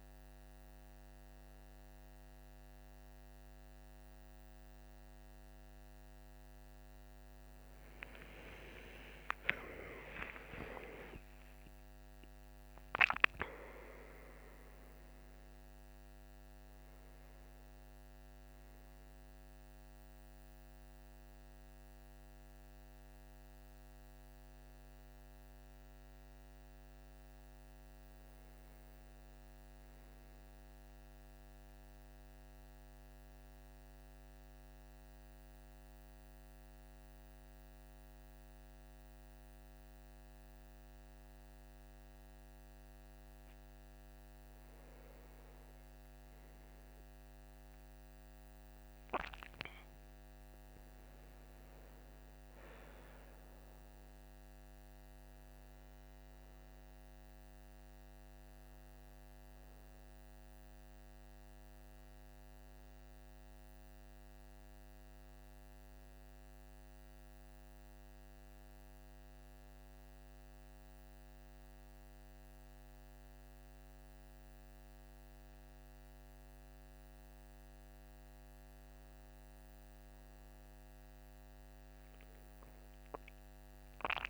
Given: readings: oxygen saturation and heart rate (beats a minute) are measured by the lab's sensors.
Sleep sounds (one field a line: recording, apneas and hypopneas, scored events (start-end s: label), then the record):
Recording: breathing in sleep by a microphone on the trachea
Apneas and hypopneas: 2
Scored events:
34.00-44.00 s: central apnea (oxygen 99% before, 94% lowest, heart rate 54 before, 50 extreme, up 8 after)
45.50-49.50 s: arousal
53.00-68.00 s: oxygen desaturation (device-marked, oxygen 97% before, 94% lowest, heart rate 53 before, 48 extreme)
69.50-79.50 s: central apnea (oxygen 98% before, 95% lowest, heart rate 53 before, 48 extreme, up 9 after)
80.50-84.00 s: arousal
From the record:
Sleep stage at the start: N2 (light sleep)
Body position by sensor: on the right side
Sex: male